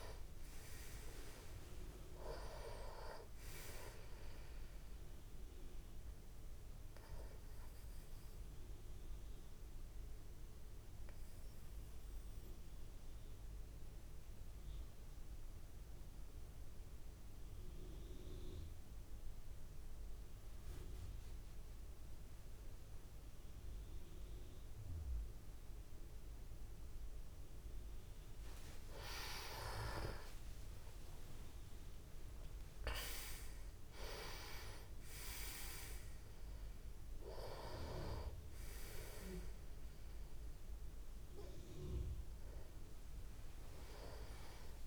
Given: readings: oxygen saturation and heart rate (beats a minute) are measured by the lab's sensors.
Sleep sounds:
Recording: breathing in sleep by a room microphone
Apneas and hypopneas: 1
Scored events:
6.50-27.00 s: obstructive apnea (oxygen 97% before, 90% lowest)
29.00-34.00 s: arousal
38.50-44.87 s: oxygen desaturation (device-marked, oxygen 97% before, 90% lowest, heart rate 64 before, 52 extreme)
From the record:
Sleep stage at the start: N2 (light sleep)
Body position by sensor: on the back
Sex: male

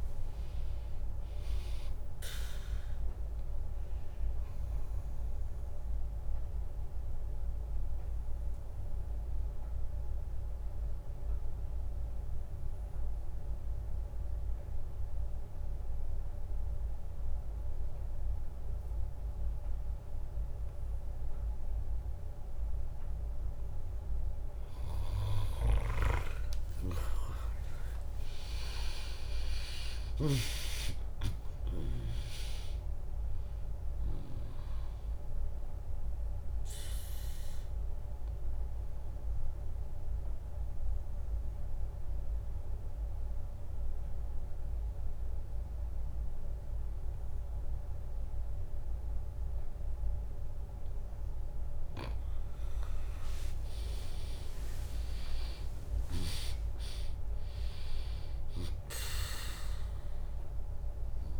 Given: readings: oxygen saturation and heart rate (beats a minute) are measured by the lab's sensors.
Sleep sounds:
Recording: breathing in sleep by a room microphone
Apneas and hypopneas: 2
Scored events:
0.00-8.00 s: drop in pulse transit time (device-marked, heart rate 63 extreme)
0.00-17.00 s: oxygen desaturation (device-marked, oxygen 96% lowest, heart rate 57 extreme)
6.00-23.00 s: obstructive apnea (oxygen 100% before, 96% lowest, heart rate 69 before, 57 extreme, up 20 after)
20.00-24.00 s: bradycardia (device-marked, heart rate 74 before, 58 extreme)
26.00-29.50 s: arousal
28.50-30.50 s: long interval between heartbeats (device-marked, heart rate 70 before, 71 extreme)
29.00-42.00 s: drop in pulse transit time (device-marked, heart rate 69 before, 72 extreme)
31.00-53.00 s: oxygen desaturation (device-marked, oxygen 100% before, 96% lowest, heart rate 69 before, 65 extreme)
35.50-51.50 s: obstructive apnea (oxygen 100% before, 96% lowest, heart rate 71 before, 65 extreme, up 1 after)
53.50-57.50 s: arousal
56.00-61.40 s: drop in pulse transit time (device-marked, heart rate 78 before, 67 extreme)
From the record:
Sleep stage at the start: N2 (light sleep)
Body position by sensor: on the back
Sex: female

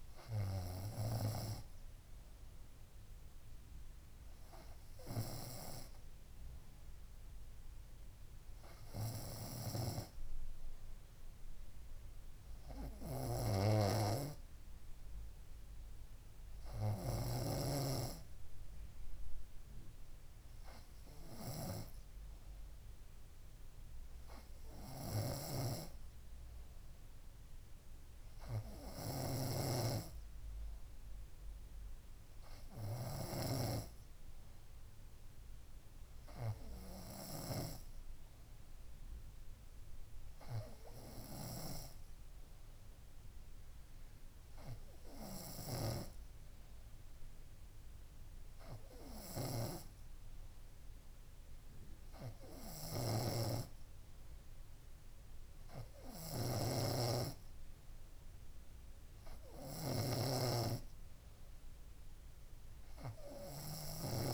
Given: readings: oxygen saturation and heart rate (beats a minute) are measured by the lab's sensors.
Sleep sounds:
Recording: breathing in sleep by a room microphone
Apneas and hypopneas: none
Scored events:
29.50-34.00 s: snoring (device-marked)
56.50-60.50 s: snoring (device-marked)
62.50-64.34 s: new sleep stage, N3 (deep sleep)
From the record:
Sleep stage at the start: N2 (light sleep)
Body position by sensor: on the front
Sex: female

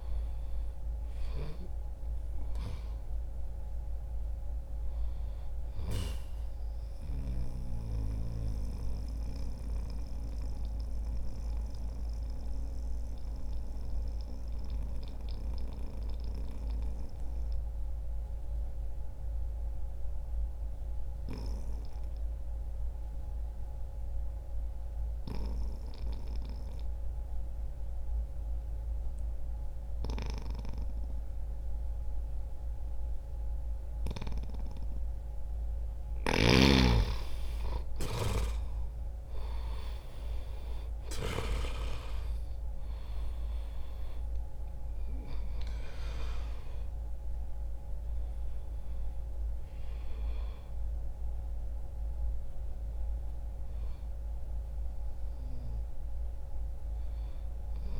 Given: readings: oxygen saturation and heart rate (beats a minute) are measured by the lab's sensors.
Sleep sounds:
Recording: breathing in sleep by a room microphone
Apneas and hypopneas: 1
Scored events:
0.00-6.50 s: oxygen desaturation (device-marked, oxygen 91% lowest, heart rate 60 extreme)
6.50-34.00 s: mixed apnea (oxygen 97% before, 86% lowest, heart rate 63 before, 59 extreme, up 5 after)
13.50-25.50 s: oxygen desaturation (device-marked, oxygen 92% before, 86% lowest, heart rate 63 before, 59 extreme)
35.50-41.00 s: arousal
40.50-51.50 s: oxygen desaturation (device-marked, oxygen 96% before, 90% lowest, heart rate 61 before, 61 extreme)
From the record:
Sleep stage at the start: N2 (light sleep)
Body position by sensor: on the back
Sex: male

